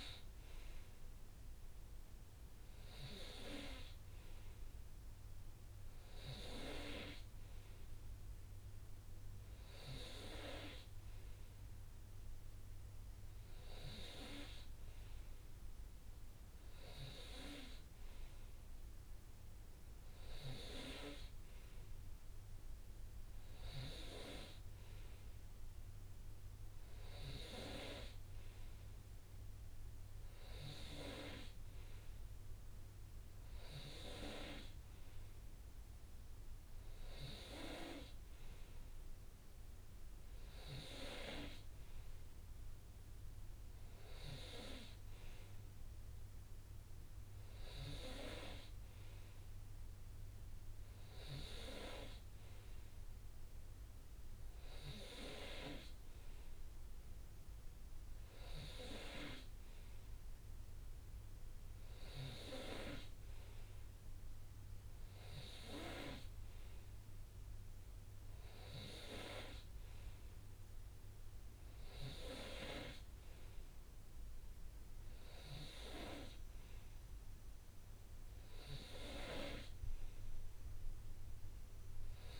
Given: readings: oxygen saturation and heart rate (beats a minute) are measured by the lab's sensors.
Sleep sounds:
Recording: breathing in sleep by a room microphone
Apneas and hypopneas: none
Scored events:
none scored
From the record:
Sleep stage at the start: N3 (deep sleep)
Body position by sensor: on the right side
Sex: male

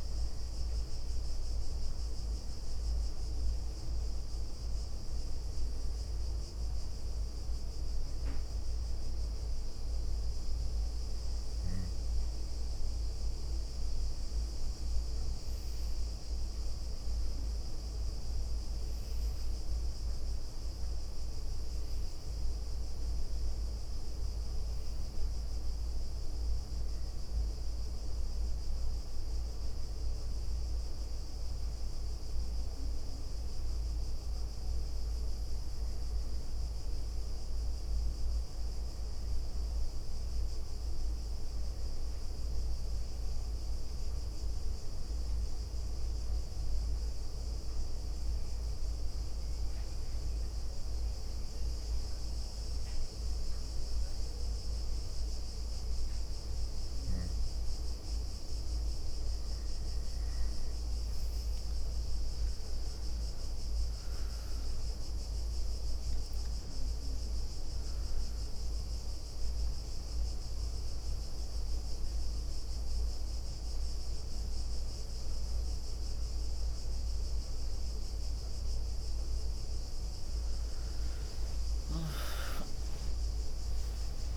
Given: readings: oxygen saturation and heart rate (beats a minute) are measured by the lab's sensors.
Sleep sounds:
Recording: breathing in sleep, hard to hear, by a room microphone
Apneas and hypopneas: none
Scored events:
0.00-1.00 s: leg movement (device-marked)
2.00-4.00 s: leg movement (device-marked)
5.00-7.00 s: leg movement (device-marked)
8.00-10.00 s: leg movement (device-marked)
17.50-19.00 s: leg movement (device-marked)
20.00-22.50 s: leg movement (device-marked)
23.00-25.00 s: leg movement (device-marked)
38.50-40.00 s: leg movement (device-marked)
51.00-53.00 s: leg movement (device-marked)
79.00-84.37 s: tachycardia (device-marked, heart rate 73 before, 163 extreme)
80.00-84.37 s: leg movement (device-marked)
81.00-84.37 s: arousal
83.00-84.37 s: long interval between heartbeats (device-marked, heart rate 78 before, 114 extreme)
From the record:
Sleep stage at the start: N2 (light sleep)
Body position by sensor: on the right side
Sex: female

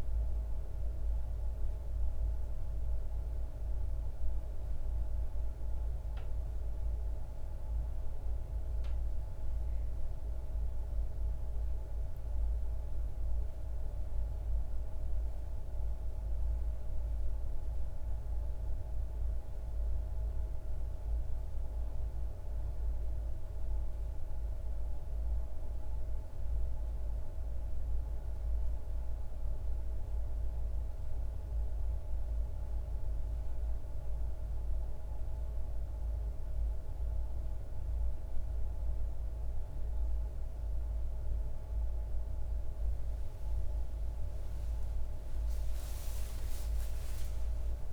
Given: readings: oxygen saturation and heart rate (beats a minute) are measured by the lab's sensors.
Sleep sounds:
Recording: a person awake in a sleep study, hard to hear, by a room microphone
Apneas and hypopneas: none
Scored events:
none scored
From the record:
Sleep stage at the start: awake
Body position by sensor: on the back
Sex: male

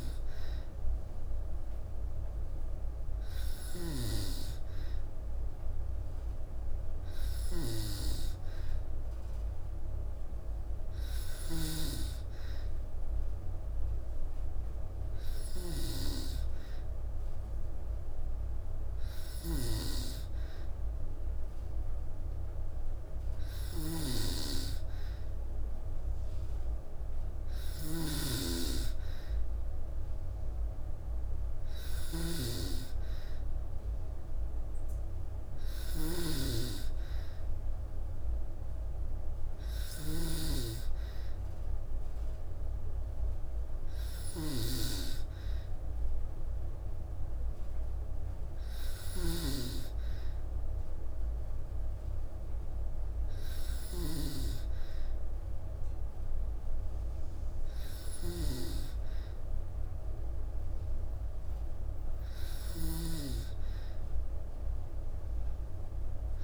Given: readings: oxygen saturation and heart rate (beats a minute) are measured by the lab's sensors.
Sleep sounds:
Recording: breathing in sleep by a room microphone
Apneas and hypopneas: none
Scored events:
3.00-66.44 s: snoring (device-marked)
From the record:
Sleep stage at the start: N2 (light sleep)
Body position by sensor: on the back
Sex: female

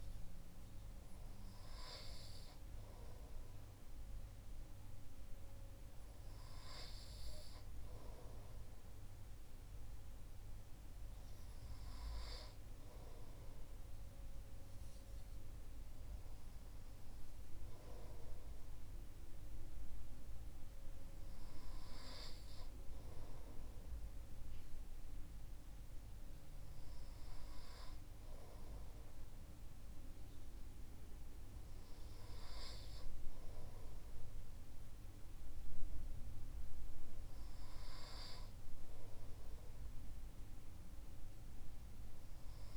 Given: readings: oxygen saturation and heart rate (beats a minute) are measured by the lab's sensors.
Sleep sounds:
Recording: breathing in sleep, hard to hear, by a room microphone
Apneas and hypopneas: none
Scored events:
none scored
From the record:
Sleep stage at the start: N2 (light sleep)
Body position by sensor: on the right side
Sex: male

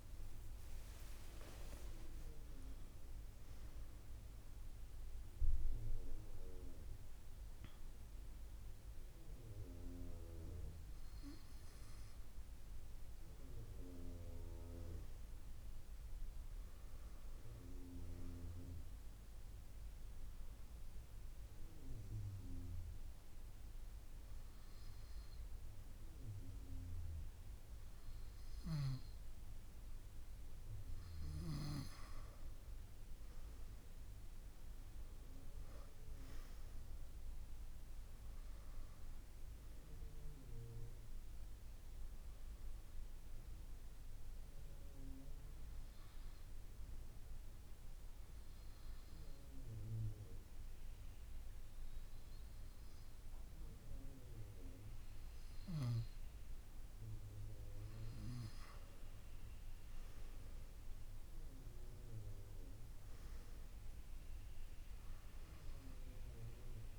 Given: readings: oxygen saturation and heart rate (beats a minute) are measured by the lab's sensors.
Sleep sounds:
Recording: breathing in sleep by a room microphone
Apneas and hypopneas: 2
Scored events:
21.50-32.00 s: hypopnea (oxygen 97% before, 94% lowest)
33.00-36.00 s: arousal
45.00-58.00 s: hypopnea (oxygen 97% before, 94% lowest)
58.50-61.50 s: arousal
From the record:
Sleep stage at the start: N2 (light sleep)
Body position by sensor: on the right side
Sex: female

